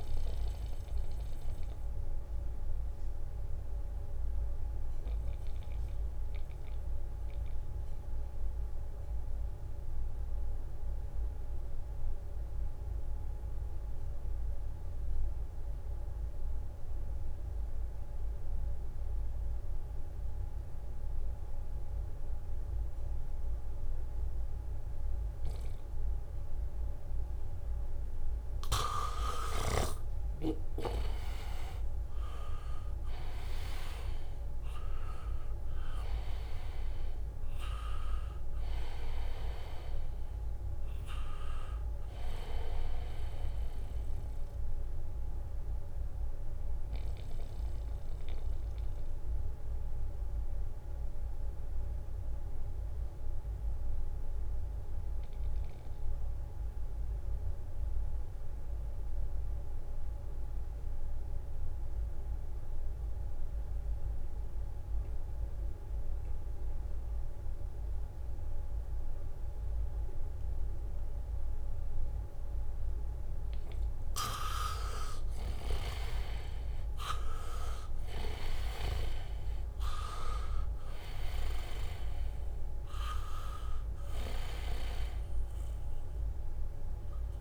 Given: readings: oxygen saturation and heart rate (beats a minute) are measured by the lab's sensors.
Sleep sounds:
breathing in sleep by a room microphone; 2
0.00-14.00 s: oxygen desaturation (device-marked, oxygen 82% lowest, heart rate 64 extreme)
0.50-28.50 s: mixed apnea (oxygen 99% before, 81% lowest, heart rate 67 before, 64 extreme, up 1 after)
22.50-24.00 s: leg movement (device-marked)
24.00-60.00 s: oxygen desaturation (device-marked, oxygen 99% before, 81% lowest, heart rate 71 before, 63 extreme)
30.50-36.50 s: arousal
44.50-74.00 s: mixed apnea (oxygen 99% before, 81% lowest, heart rate 67 before, 63 extreme, up 3 after)
66.00-87.41 s: oxygen desaturation (device-marked, oxygen 99% before, 81% lowest, heart rate 72 before, 63 extreme)
71.00-72.00 s: leg movement (device-marked)
74.00-79.00 s: leg movement (device-marked)
76.00-80.00 s: arousal
79.50-87.41 s: leg movement (device-marked)
From the record:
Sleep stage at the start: N2 (light sleep); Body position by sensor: on the back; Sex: male

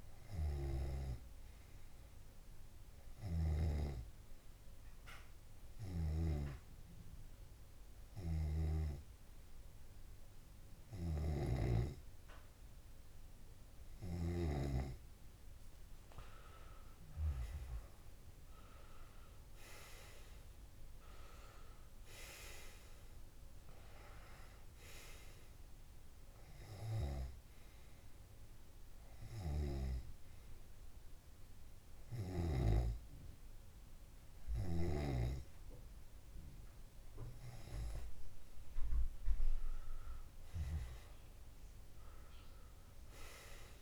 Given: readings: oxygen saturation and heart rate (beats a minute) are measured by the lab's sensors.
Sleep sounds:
breathing in sleep by a room microphone; 2
1.00-15.00 s: hypopnea (oxygen 97% before, 94% lowest)
9.00-15.50 s: snoring (device-marked)
16.50-19.50 s: arousal
28.00-39.50 s: hypopnea (oxygen 96% before, 95% lowest)
41.00-43.82 s: arousal
From the record:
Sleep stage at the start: N2 (light sleep); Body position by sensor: on the left side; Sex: male

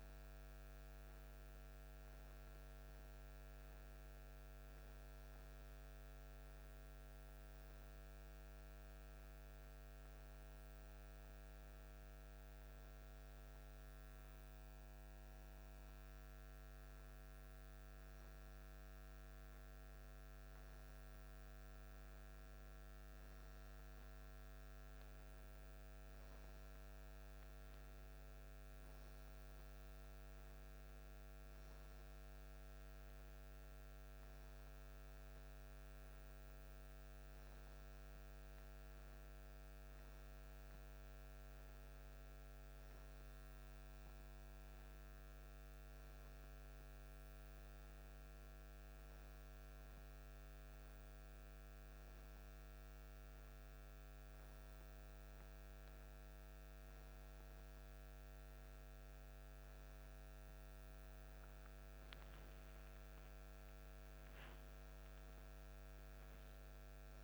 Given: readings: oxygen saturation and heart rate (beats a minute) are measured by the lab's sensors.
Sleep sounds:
breathing in sleep, hard to hear, by a microphone on the trachea; none
none scored
From the record:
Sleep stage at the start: N2 (light sleep); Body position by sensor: on the back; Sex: male

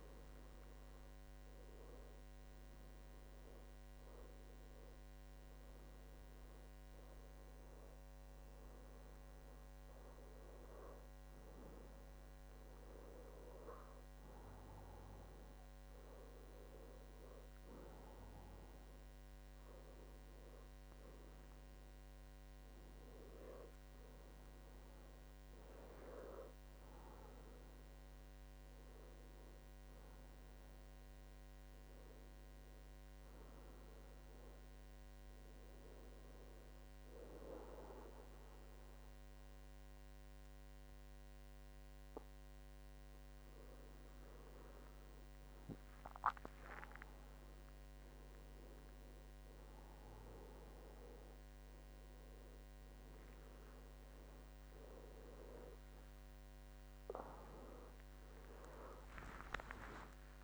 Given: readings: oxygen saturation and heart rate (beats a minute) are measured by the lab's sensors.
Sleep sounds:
breathing in sleep by a microphone on the trachea; 1
25.50-28.50 s: arousal
34.00-45.00 s: hypopnea (oxygen 97% before, 95% lowest, heart rate 79 before, 71 extreme, up 12 after)
46.50-50.00 s: arousal
From the record:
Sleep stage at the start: N1 (lightest sleep); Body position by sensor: on the back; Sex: male

